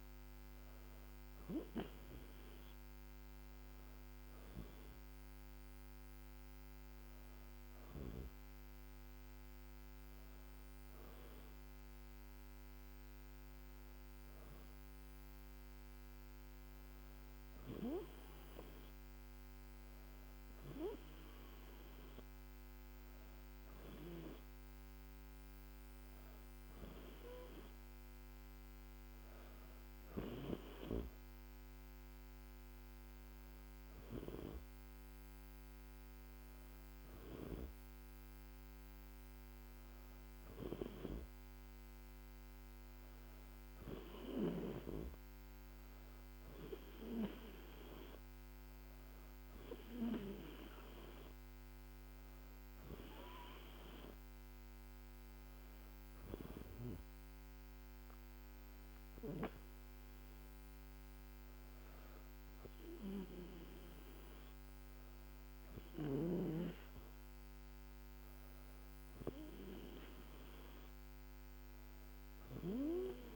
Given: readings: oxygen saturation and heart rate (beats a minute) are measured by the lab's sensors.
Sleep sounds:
breathing in sleep by a microphone on the trachea; none
none scored
From the record:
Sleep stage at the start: N2 (light sleep); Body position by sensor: on the back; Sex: female

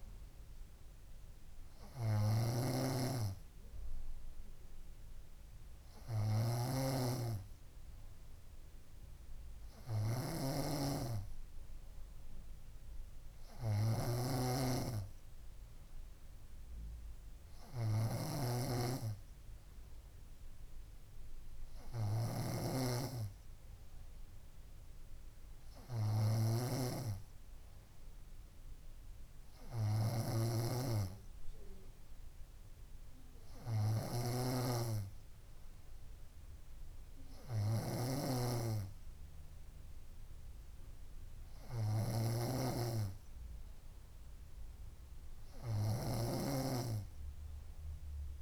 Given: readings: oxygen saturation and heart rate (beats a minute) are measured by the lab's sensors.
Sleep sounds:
breathing in sleep by a room microphone; none
0.00-23.00 s: snoring (device-marked)
30.50-48.42 s: snoring (device-marked)
From the record:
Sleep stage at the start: N3 (deep sleep); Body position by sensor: on the front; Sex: female

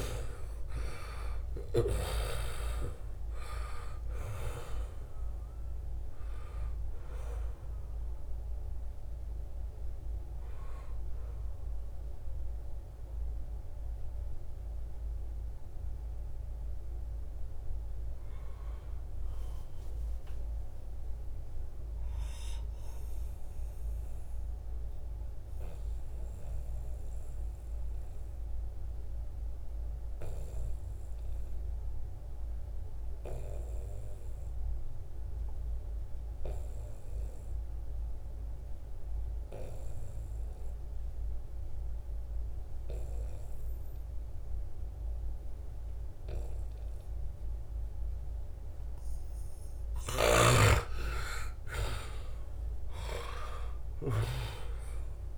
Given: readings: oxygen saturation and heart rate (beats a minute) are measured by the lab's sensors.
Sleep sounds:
breathing in sleep by a room microphone; 1
0.00-1.50 s: snoring (device-marked)
0.00-19.00 s: oxygen desaturation (device-marked, oxygen 87% lowest, heart rate 63 extreme)
17.50-21.00 s: arousal
22.00-49.00 s: obstructive apnea (oxygen 97% before, 88% lowest, heart rate 82 before, 66 extreme, up 8 after)
44.00-55.38 s: oxygen desaturation (device-marked, oxygen 97% before, 88% lowest, heart rate 73 before, 66 extreme)
50.50-55.38 s: arousal
From the record:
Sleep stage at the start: N2 (light sleep); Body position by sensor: on the right side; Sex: male

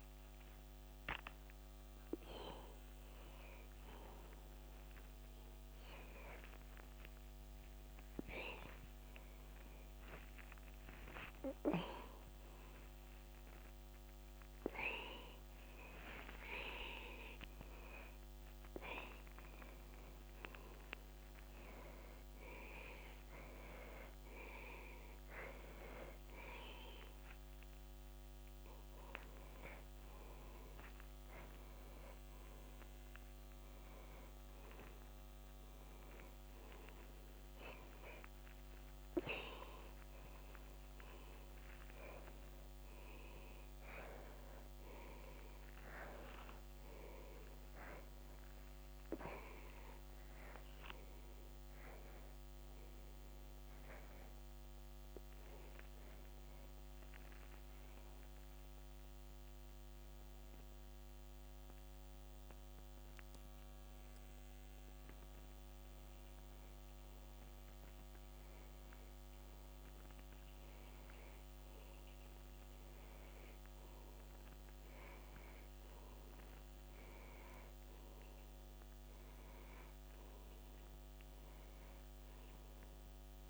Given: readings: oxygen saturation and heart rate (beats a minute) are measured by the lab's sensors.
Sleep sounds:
a person partly awake in a sleep study, by a microphone on the trachea; 1
22.50-82.50 s: new sleep stage, N2 (light sleep)
51.50-70.50 s: hypopnea (oxygen 98% before, 91% lowest, heart rate 128 before, 55 extreme, up 0 after)
70.50-83.50 s: oxygen desaturation (device-marked, oxygen 98% before, 91% lowest, heart rate 66 before, 55 extreme)
82.50-83.50 s: new sleep stage, awake
From the record:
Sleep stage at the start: awake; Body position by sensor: upright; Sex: male

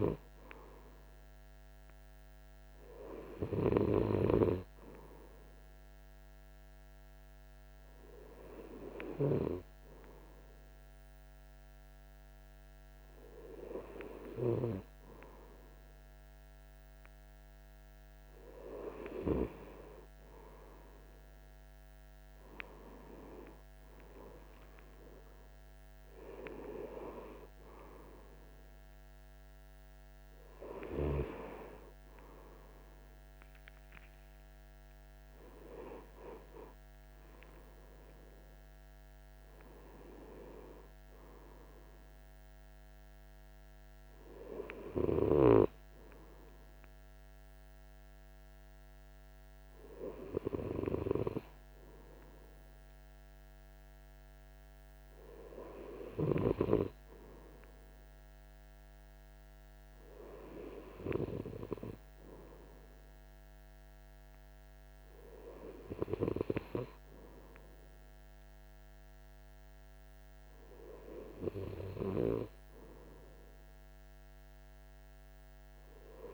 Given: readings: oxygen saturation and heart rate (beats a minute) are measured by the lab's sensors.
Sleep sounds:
breathing in sleep by a microphone on the trachea; none
35.50-40.50 s: arousal
From the record:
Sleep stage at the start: N2 (light sleep); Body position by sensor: on the right side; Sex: male

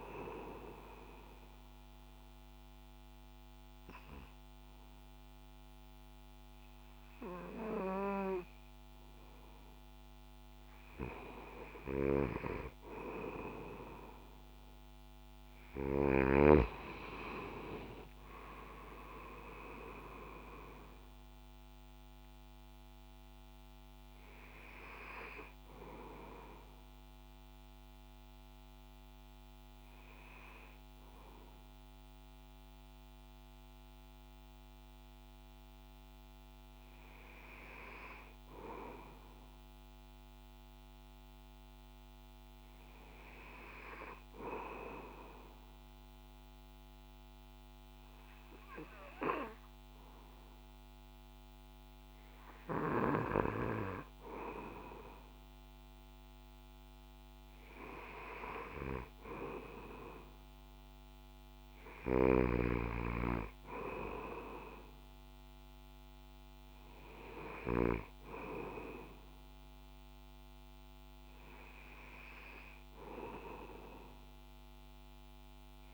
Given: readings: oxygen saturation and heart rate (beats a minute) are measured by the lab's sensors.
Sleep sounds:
breathing in sleep by a microphone on the trachea; none
61.50-67.50 s: snoring (device-marked)
From the record:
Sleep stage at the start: N2 (light sleep); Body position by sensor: on the back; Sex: male

